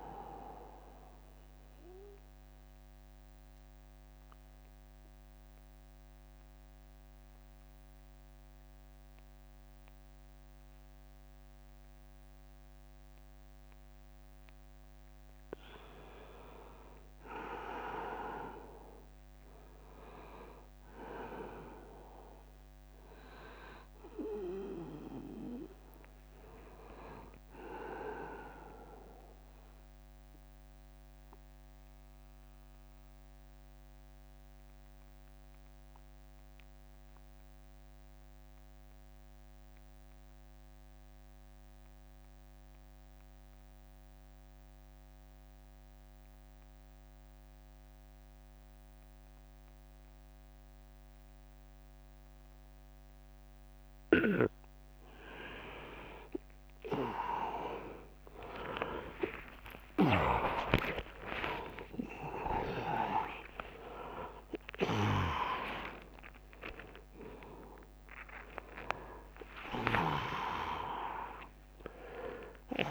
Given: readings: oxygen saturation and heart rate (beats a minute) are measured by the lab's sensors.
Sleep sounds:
breathing in sleep by a microphone on the trachea; 2
0.00-7.50 s: oxygen desaturation (device-marked, oxygen 87% lowest, heart rate 65 extreme)
0.50-14.50 s: obstructive apnea (oxygen 97% before, 87% lowest, heart rate 75 before, 73 extreme, up 5 after)
18.50-22.50 s: arousal
25.50-41.50 s: oxygen desaturation (device-marked, oxygen 100% before, 95% lowest, heart rate 77 before, 72 extreme)
29.00-53.00 s: mixed apnea (oxygen 100% before, 88% lowest, heart rate 78 before, 72 extreme, up 30 after)
29.50-31.50 s: long interval between heartbeats (device-marked, heart rate 78 before, 83 extreme)
51.00-53.00 s: long interval between heartbeats (device-marked, heart rate 80 before, 72 extreme)
52.50-69.50 s: oxygen desaturation (device-marked, oxygen 100% before, 91% lowest, heart rate 79 before, 78 extreme)
53.50-60.00 s: snoring (device-marked)
56.50-72.91 s: drop in pulse transit time (device-marked, heart rate 78 before, 78 extreme)
57.50-59.50 s: long interval between heartbeats (device-marked, heart rate 78 before, 78 extreme)
57.50-72.91 s: tachycardia (device-marked, heart rate 79 before, 140 extreme)
59.50-61.50 s: long interval between heartbeats (device-marked, heart rate 78 before, 97 extreme)
64.00-66.00 s: long interval between heartbeats (device-marked, heart rate 82 before, 111 extreme)
66.00-68.00 s: long interval between heartbeats (device-marked, heart rate 85 before, 123 extreme)
66.50-72.91 s: new sleep stage, awake
71.50-72.91 s: long interval between heartbeats (device-marked, heart rate 99 before, 111 extreme)
From the record:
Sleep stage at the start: N2 (light sleep); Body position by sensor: on the right side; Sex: male

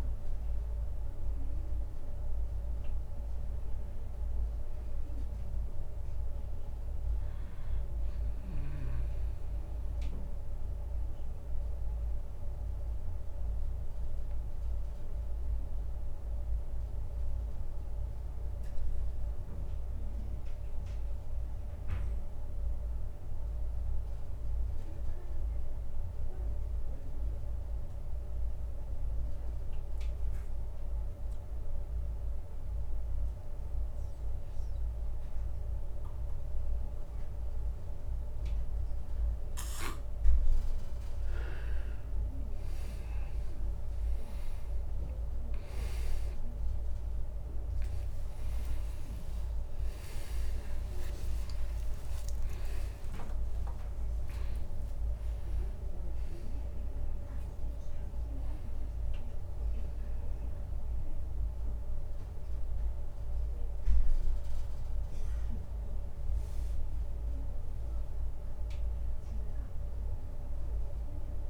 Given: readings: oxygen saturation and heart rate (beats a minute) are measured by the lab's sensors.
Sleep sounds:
breathing in sleep, hard to hear, by a room microphone; 1
0.00-18.50 s: oxygen desaturation (device-marked, oxygen 90% lowest)
10.50-40.00 s: obstructive apnea (oxygen 97% before, 89% lowest)
42.50-71.50 s: oxygen desaturation (device-marked, oxygen 98% before, 89% lowest)
43.00-48.00 s: arousal
From the record:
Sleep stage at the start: N2 (light sleep); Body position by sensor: on the back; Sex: male

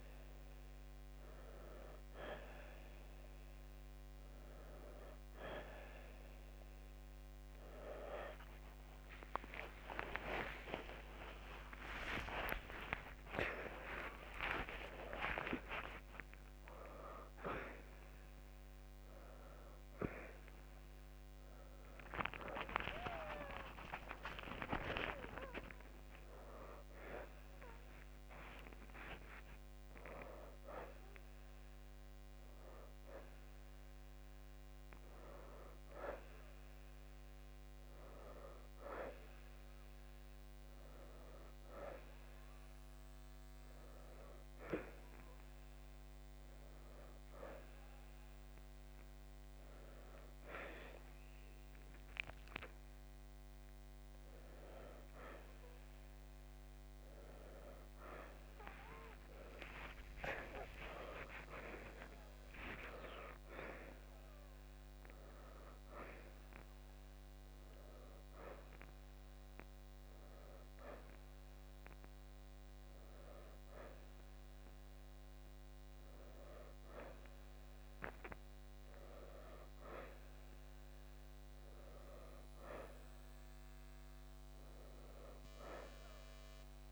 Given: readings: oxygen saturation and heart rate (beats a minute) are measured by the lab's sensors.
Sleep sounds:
breathing in sleep by a microphone on the trachea; none
10.00-15.00 s: arousal
53.00-60.00 s: oxygen desaturation (device-marked, oxygen 91% before, 88% lowest, heart rate 78 before, 70 extreme)
60.00-64.00 s: arousal
75.00-85.00 s: oxygen desaturation (device-marked, oxygen 89% before, 85% lowest, heart rate 93 before, 70 extreme)
From the record:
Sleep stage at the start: N1 (lightest sleep); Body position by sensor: on the back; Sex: male

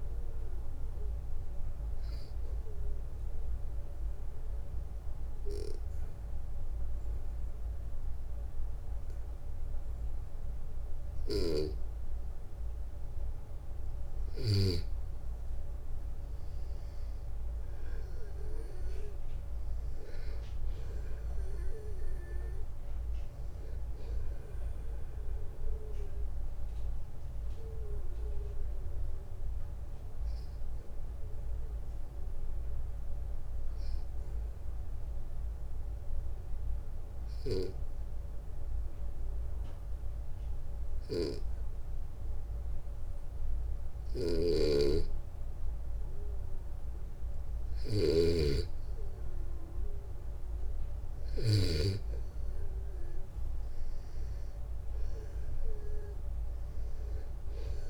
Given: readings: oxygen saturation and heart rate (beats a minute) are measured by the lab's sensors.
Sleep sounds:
breathing in sleep by a room microphone; 2
1.00-13.00 s: obstructive apnea (oxygen 97% before, 93% lowest, heart rate 60 before, 60 extreme, up 4 after)
16.50-20.00 s: arousal
27.50-46.50 s: obstructive apnea (oxygen 96% before, 93% lowest, heart rate 64 before, 58 extreme, up 4 after)
43.50-51.00 s: snoring (device-marked)
51.50-55.00 s: arousal
From the record:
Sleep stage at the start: N2 (light sleep); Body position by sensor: on the back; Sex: male

